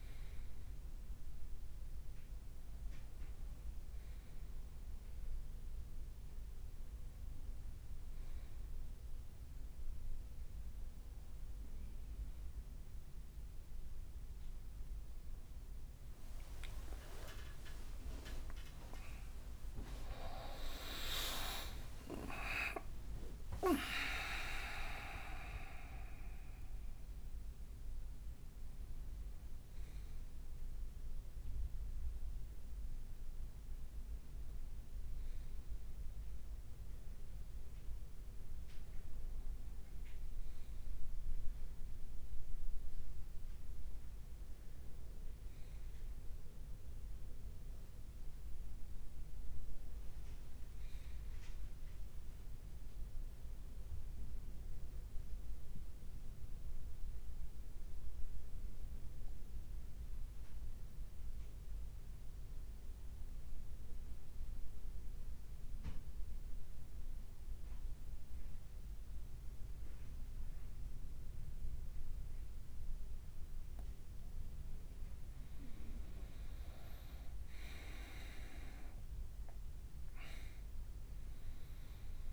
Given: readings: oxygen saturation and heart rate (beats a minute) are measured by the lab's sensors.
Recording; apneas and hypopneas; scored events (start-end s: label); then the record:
breathing in sleep by a room microphone; 1
19.50-49.50 s: new sleep stage, N1 (lightest sleep)
20.50-24.50 s: arousal
20.50-25.50 s: tachycardia (device-marked, heart rate 65 before, 107 extreme)
22.50-24.50 s: long interval between heartbeats (device-marked, heart rate 59 before, 88 extreme)
35.00-37.00 s: leg movement (device-marked)
49.50-53.50 s: leg movement (device-marked)
49.50-82.33 s: new sleep stage, N2 (light sleep)
52.50-73.50 s: mixed apnea (oxygen 98% before, 93% lowest, heart rate 59 before, 53 extreme, up 5 after)
75.00-78.50 s: arousal
75.50-77.50 s: leg movement (device-marked)
76.50-82.33 s: oxygen desaturation (device-marked, oxygen 97% before, 94% lowest, heart rate 54 before, 53 extreme)
80.00-82.33 s: leg movement (device-marked)
From the record:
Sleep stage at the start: N2 (light sleep); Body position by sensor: on the right side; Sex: male